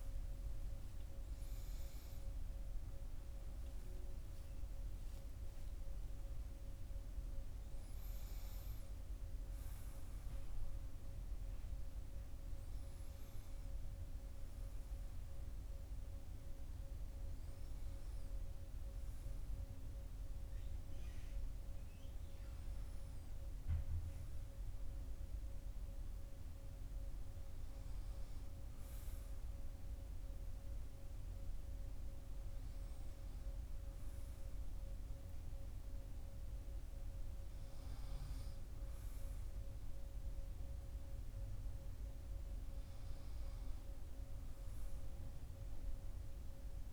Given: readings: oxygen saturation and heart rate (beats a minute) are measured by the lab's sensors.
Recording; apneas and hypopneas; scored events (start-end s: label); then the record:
a person partly awake in a sleep study, hard to hear, by a room microphone; none
2.50-32.50 s: new sleep stage, N1 (lightest sleep)
32.50-46.93 s: new sleep stage, N2 (light sleep)
From the record:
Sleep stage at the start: awake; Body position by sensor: on the right side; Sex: male